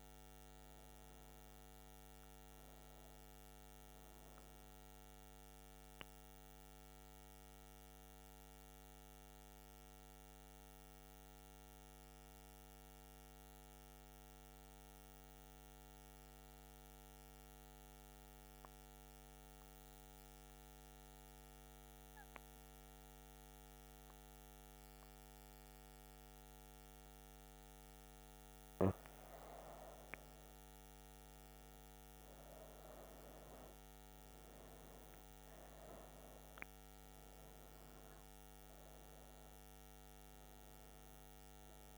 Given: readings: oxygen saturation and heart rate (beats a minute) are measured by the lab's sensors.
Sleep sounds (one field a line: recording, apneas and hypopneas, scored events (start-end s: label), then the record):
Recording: breathing in sleep, hard to hear, by a microphone on the trachea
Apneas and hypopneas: 1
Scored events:
0.00-1.00 s: oxygen desaturation (device-marked, oxygen 92% lowest, heart rate 66 extreme)
6.50-27.50 s: mixed apnea (oxygen 97% before, 93% lowest, heart rate 76 before, 66 extreme, up 12 after)
28.00-41.98 s: oxygen desaturation (device-marked, oxygen 98% before, 93% lowest, heart rate 68 before, 64 extreme)
30.50-35.00 s: arousal
From the record:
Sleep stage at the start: N2 (light sleep)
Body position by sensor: on the right side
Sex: female